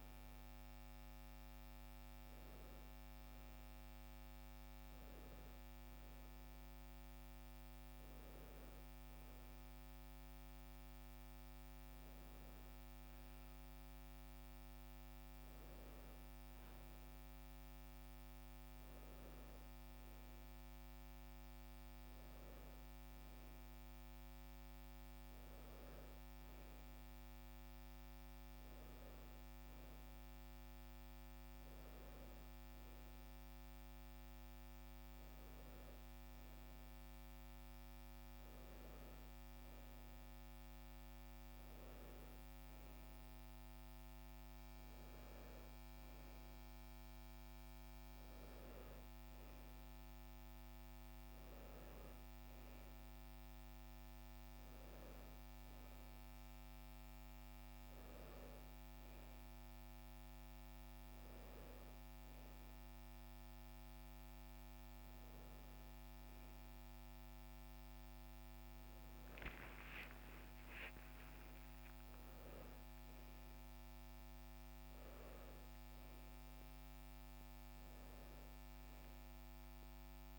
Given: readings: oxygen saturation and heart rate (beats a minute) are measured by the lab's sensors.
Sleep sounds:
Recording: a person awake in a sleep study, hard to hear, by a microphone on the trachea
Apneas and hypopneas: none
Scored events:
none scored
From the record:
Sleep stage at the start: awake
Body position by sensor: on the right side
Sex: female

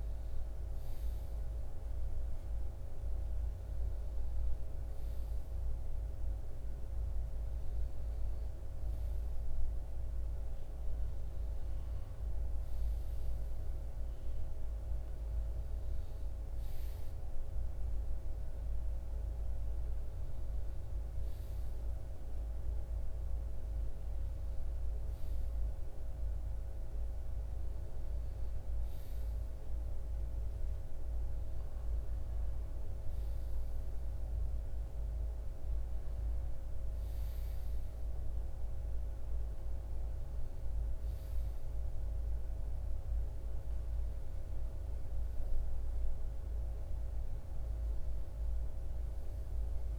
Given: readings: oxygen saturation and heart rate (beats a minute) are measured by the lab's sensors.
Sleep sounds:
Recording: breathing in sleep, hard to hear, by a room microphone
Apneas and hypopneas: none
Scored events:
16.50-49.99 s: new sleep stage, N2 (light sleep)
From the record:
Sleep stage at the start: N1 (lightest sleep)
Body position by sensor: on the left side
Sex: male

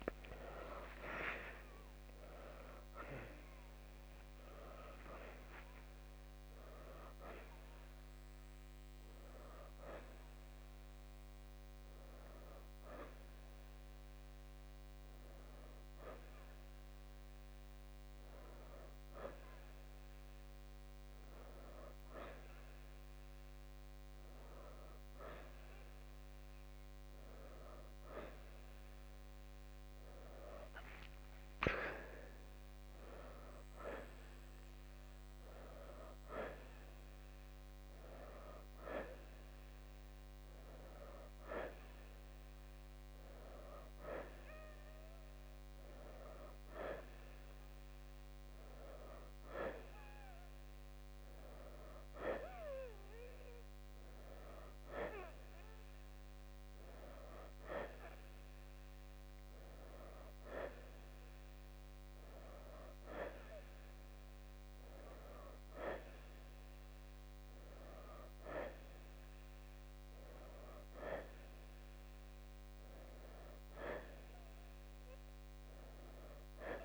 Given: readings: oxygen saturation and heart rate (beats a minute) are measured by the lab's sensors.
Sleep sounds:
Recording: breathing in sleep by a microphone on the trachea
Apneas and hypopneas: none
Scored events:
0.00-2.50 s: arousal
11.00-25.00 s: oxygen desaturation (device-marked, oxygen 91% before, 87% lowest, heart rate 101 before, 72 extreme)
37.00-60.00 s: oxygen desaturation (device-marked, oxygen 95% before, 90% lowest, heart rate 79 before, 71 extreme)
54.00-76.85 s: new sleep stage, N2 (light sleep)
From the record:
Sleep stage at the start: N1 (lightest sleep)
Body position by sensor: on the back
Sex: male

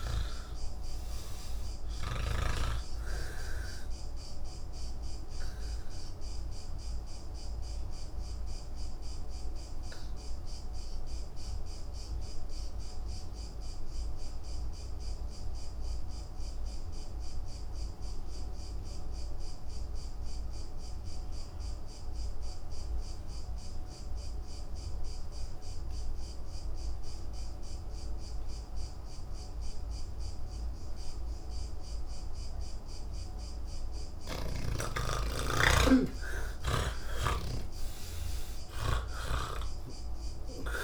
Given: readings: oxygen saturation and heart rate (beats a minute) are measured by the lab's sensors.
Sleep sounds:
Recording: breathing in sleep by a room microphone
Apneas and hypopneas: 1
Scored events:
2.50-19.50 s: oxygen desaturation (device-marked, oxygen 89% before, 81% lowest)
4.00-32.50 s: obstructive apnea (oxygen 99% before, 81% lowest)
28.50-40.84 s: oxygen desaturation (device-marked, oxygen 99% before, 81% lowest)
39.00-40.84 s: snoring (device-marked)
From the record:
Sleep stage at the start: N3 (deep sleep)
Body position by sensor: on the back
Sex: male

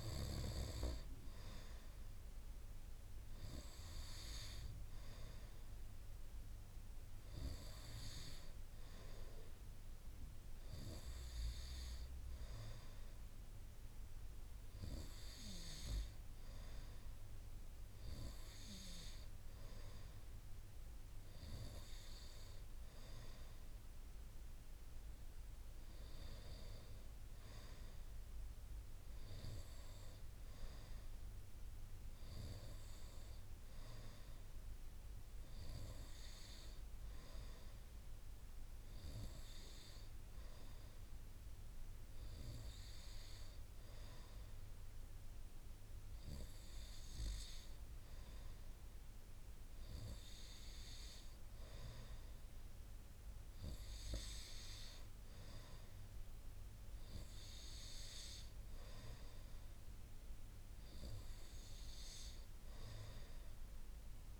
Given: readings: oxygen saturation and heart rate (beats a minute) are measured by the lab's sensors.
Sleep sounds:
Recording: breathing in sleep by a room microphone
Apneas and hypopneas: none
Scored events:
none scored
From the record:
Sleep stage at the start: N2 (light sleep)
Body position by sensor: on the right side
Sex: male

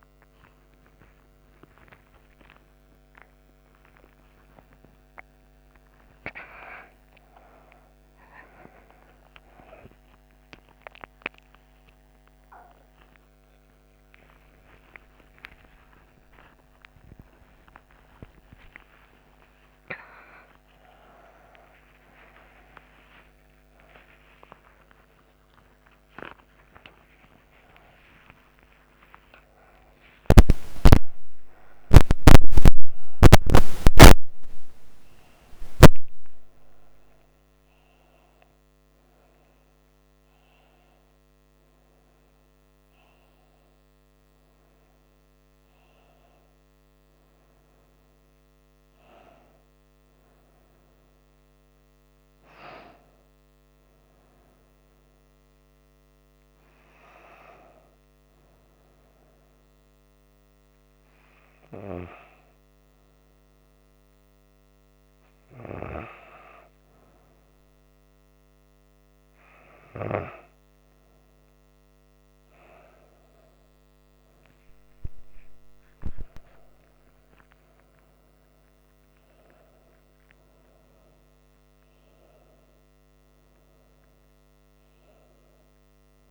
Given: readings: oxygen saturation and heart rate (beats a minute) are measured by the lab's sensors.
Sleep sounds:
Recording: a person awake in a sleep study, by a microphone on the trachea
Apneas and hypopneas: none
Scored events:
0.00-9.50 s: oxygen desaturation (device-marked, oxygen 94% lowest, heart rate 74 extreme)
43.50-86.31 s: new sleep stage, N2 (light sleep)
56.50-86.31 s: oxygen desaturation (device-marked, oxygen 98% before, 93% lowest, heart rate 70 before, 67 extreme)
75.00-79.00 s: arousal
From the record:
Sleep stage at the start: awake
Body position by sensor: on the back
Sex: female

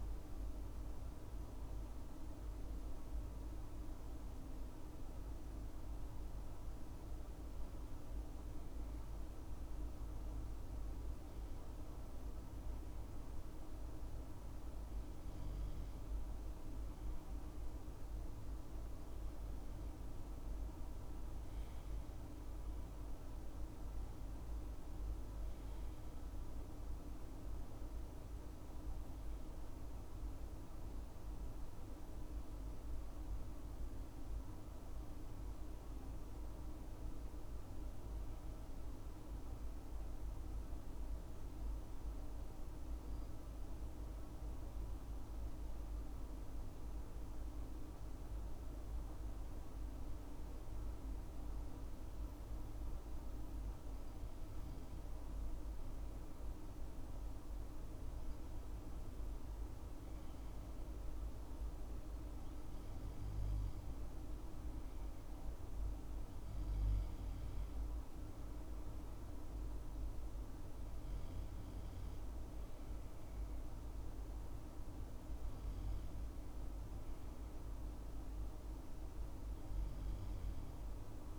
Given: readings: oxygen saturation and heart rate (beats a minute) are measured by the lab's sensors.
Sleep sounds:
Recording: breathing in sleep, hard to hear, by a room microphone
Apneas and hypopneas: none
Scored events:
none scored
From the record:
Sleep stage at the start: N2 (light sleep)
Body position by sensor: on the left side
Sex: male

